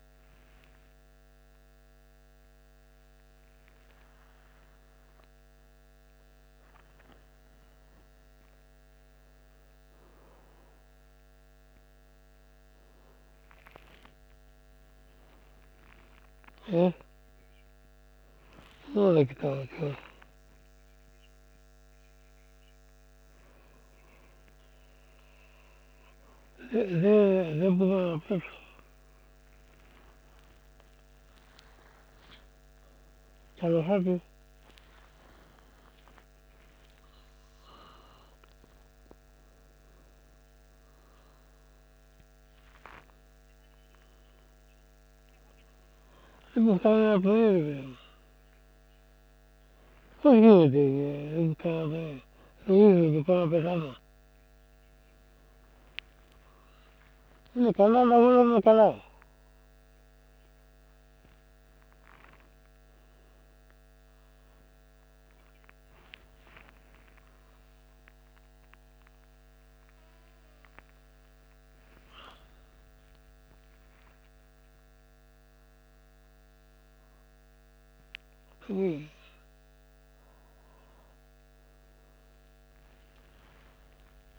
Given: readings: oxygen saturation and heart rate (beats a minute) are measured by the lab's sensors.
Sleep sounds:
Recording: a person awake in a sleep study, by a microphone on the trachea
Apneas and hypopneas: none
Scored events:
none scored
From the record:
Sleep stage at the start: awake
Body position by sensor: on the back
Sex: male

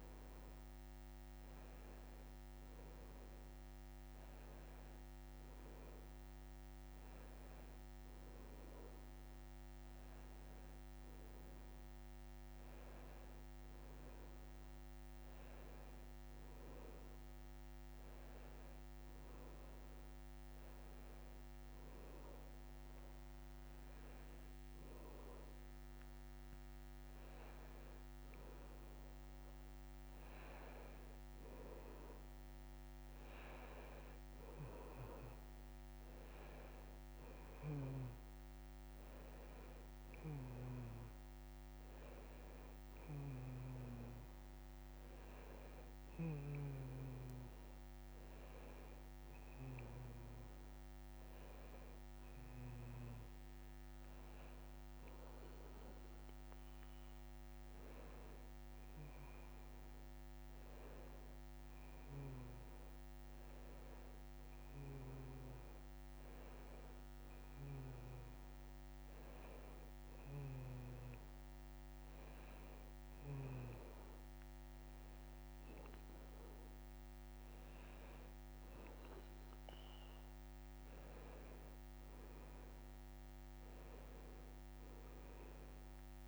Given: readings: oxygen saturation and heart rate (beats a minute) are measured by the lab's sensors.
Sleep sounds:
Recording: breathing in sleep by a microphone on the trachea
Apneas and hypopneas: none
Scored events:
none scored
From the record:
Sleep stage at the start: N2 (light sleep)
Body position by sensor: on the back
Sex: male

